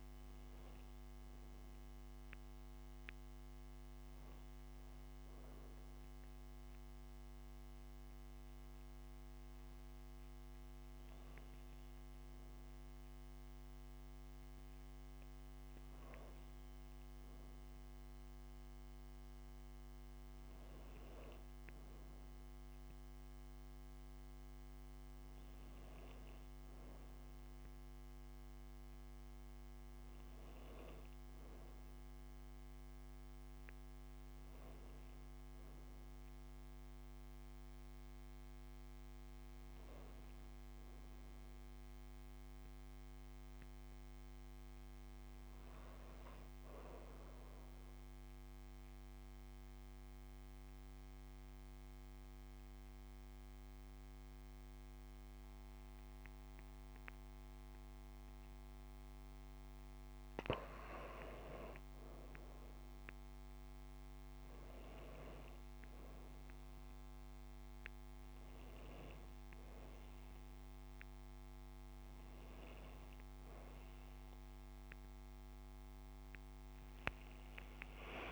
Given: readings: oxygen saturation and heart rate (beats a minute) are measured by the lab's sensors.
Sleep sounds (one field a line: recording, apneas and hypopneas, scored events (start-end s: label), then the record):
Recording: breathing in sleep, hard to hear, by a microphone on the trachea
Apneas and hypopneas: 1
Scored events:
38.00-43.00 s: arousal
47.50-59.50 s: obstructive apnea (oxygen 95% before, 90% lowest)
From the record:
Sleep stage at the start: N2 (light sleep)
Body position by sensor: on the back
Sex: female